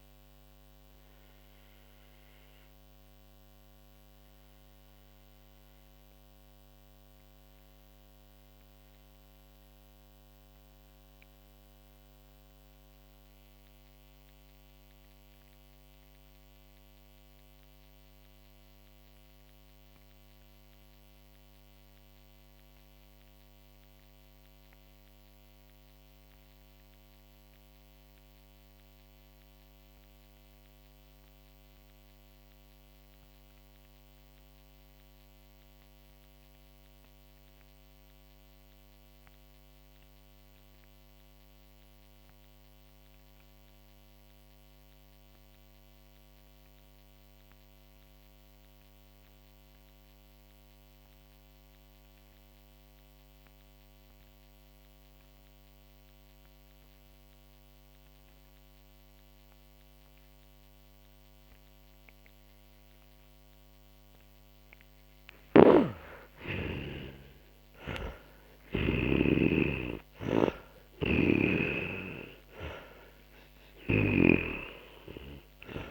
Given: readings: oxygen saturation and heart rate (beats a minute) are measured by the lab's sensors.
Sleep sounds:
breathing in sleep by a microphone on the trachea; 1
0.50-65.00 s: mixed apnea (oxygen 96% before, 79% lowest, heart rate 69 before, 42 extreme, up 21 after)
2.50-30.50 s: oxygen desaturation (device-marked, oxygen 91% before, 79% lowest, heart rate 70 before, 42 extreme)
59.50-75.90 s: oxygen desaturation (device-marked, oxygen 98% before, 83% lowest, heart rate 46 before, 40 extreme)
65.50-69.00 s: snoring (device-marked)
66.00-70.50 s: arousal
71.00-74.50 s: snoring (device-marked)
From the record:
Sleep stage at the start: N2 (light sleep); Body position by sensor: on the back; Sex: male

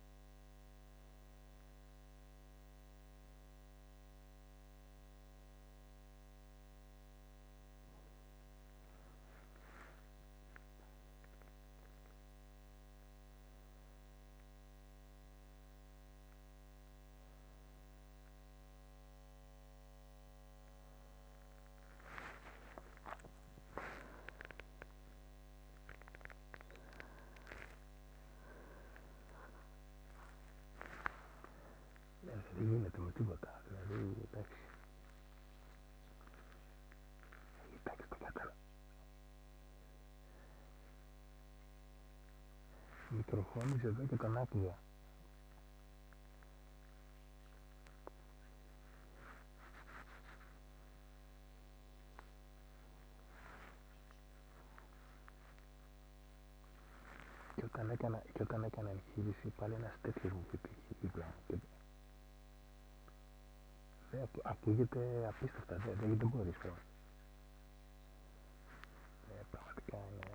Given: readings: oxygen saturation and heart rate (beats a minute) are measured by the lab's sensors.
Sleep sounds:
a person awake in a sleep study, by a microphone on the trachea; none
22.50-27.50 s: arousal
From the record:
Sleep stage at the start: awake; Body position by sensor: on the right side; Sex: male

